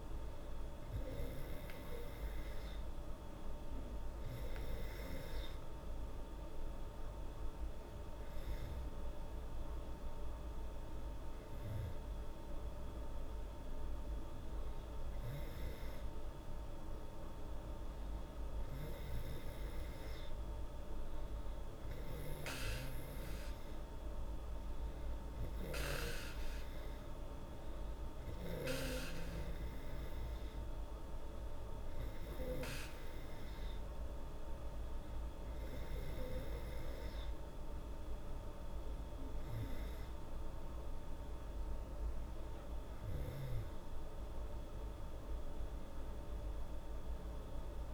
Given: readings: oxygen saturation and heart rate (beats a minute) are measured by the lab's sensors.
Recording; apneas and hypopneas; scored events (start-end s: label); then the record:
breathing in sleep, hard to hear, by a room microphone; none
none scored
From the record:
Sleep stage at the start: N2 (light sleep); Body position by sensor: on the back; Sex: female